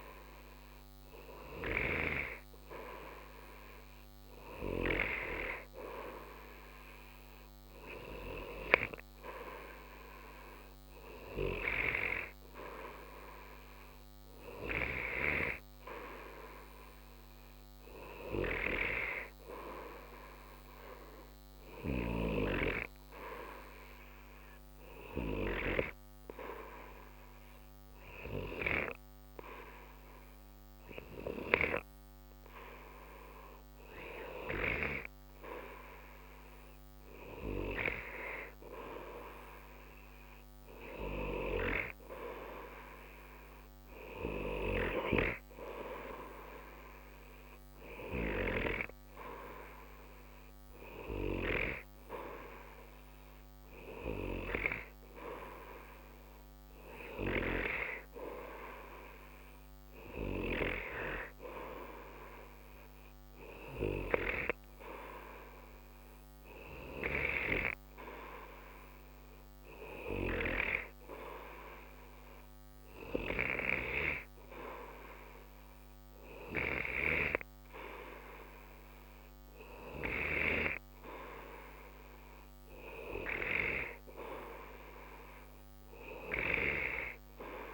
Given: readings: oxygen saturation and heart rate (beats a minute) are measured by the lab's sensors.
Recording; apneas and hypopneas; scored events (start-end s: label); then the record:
breathing in sleep by a microphone on the trachea; none
none scored
From the record:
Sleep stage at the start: N2 (light sleep); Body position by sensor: on the right side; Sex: male